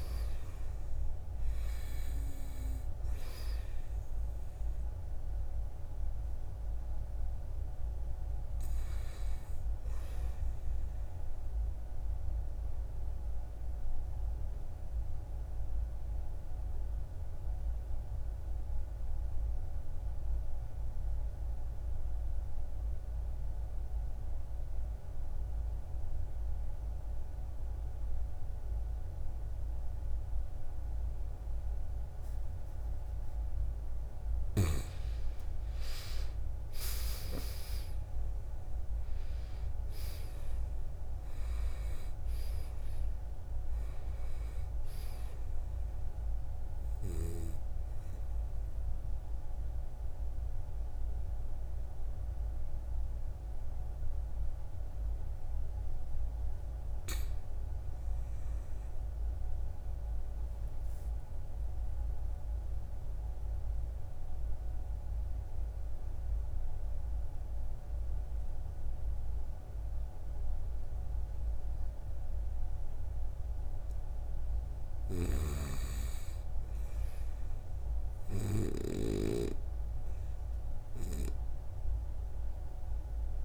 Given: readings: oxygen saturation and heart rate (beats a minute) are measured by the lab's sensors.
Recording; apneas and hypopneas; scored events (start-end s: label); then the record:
breathing in sleep, hard to hear, by a room microphone; 2
0.00-13.50 s: oxygen desaturation (device-marked, oxygen 85% lowest, heart rate 55 extreme)
11.00-33.50 s: obstructive apnea (oxygen 95% before, 84% lowest, heart rate 64 before, 55 extreme, up 13 after)
31.50-56.50 s: oxygen desaturation (device-marked, oxygen 96% before, 84% lowest, heart rate 56 before, 55 extreme)
35.00-38.00 s: arousal
58.50-73.00 s: obstructive apnea (oxygen 98% before, 84% lowest, heart rate 63 before, 59 extreme, up 6 after)
70.50-83.45 s: oxygen desaturation (device-marked, oxygen 98% before, 84% lowest, heart rate 58 before, 54 extreme)
From the record:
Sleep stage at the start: N2 (light sleep); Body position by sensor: on the right side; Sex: male